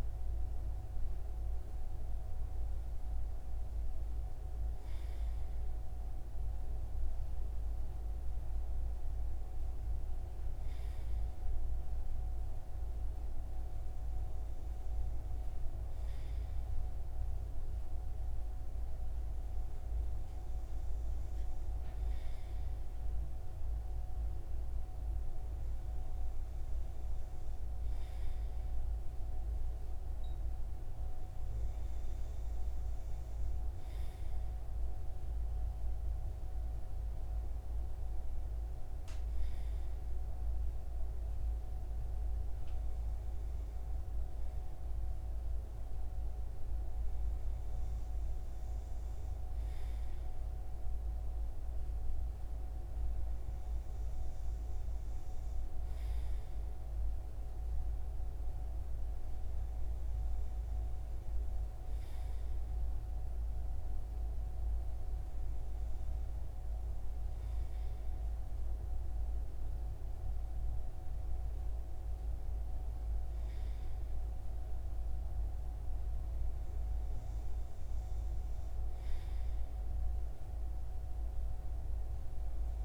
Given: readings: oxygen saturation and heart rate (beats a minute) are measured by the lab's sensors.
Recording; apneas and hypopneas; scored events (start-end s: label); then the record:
breathing in sleep, hard to hear, by a room microphone; none
none scored
From the record:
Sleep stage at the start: N2 (light sleep); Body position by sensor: on the right side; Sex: male